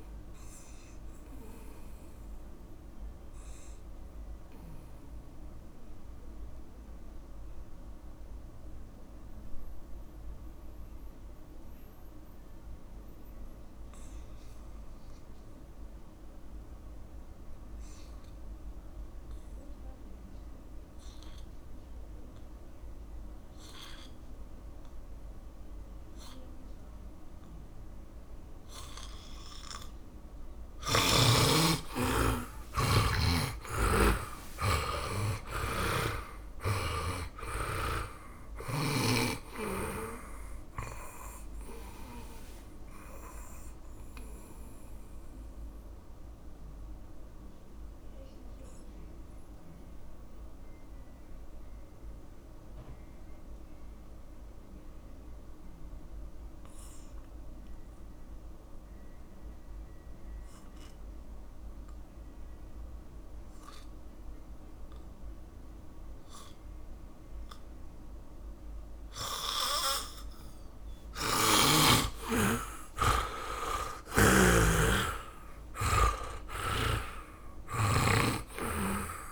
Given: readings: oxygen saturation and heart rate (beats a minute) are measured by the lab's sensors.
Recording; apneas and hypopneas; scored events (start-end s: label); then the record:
breathing in sleep by a room microphone; 2
0.50-22.50 s: oxygen desaturation (device-marked, oxygen 95% before, 82% lowest, heart rate 60 before, 52 extreme)
2.00-31.50 s: mixed apnea (oxygen 100% before, 81% lowest, heart rate 61 before, 52 extreme, up 18 after)
33.00-37.50 s: arousal
33.50-61.50 s: oxygen desaturation (device-marked, oxygen 100% before, 81% lowest, heart rate 58 before, 49 extreme)
44.00-71.50 s: mixed apnea (oxygen 100% before, 81% lowest, heart rate 61 before, 49 extreme, up 18 after)
71.50-75.00 s: snoring (device-marked)
73.00-78.00 s: arousal
From the record:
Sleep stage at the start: N2 (light sleep); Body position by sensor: on the back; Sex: male